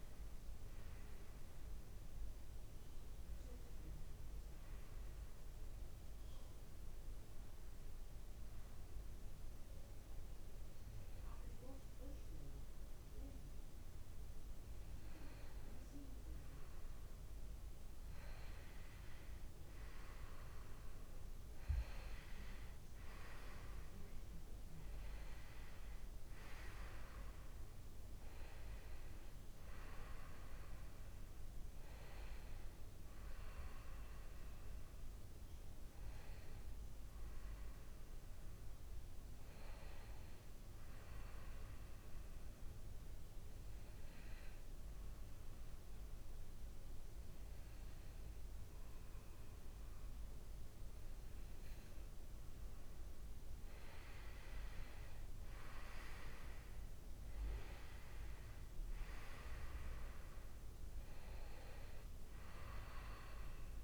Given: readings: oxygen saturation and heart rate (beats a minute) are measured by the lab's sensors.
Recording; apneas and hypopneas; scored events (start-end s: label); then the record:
breathing in sleep by a room microphone; 2
5.00-17.00 s: obstructive apnea (oxygen 96% before, 93% lowest, heart rate 61 before, 60 extreme, up 4 after)
13.50-63.84 s: new sleep stage, N2 (light sleep)
25.00-28.50 s: arousal
40.50-53.00 s: obstructive apnea (oxygen 96% before, 93% lowest, heart rate 63 before, 62 extreme, up 2 after)
55.00-59.00 s: arousal
56.50-63.84 s: oxygen desaturation (device-marked, oxygen 96% before, 93% lowest, heart rate 63 before, 62 extreme)
From the record:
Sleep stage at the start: N1 (lightest sleep); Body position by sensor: on the back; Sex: male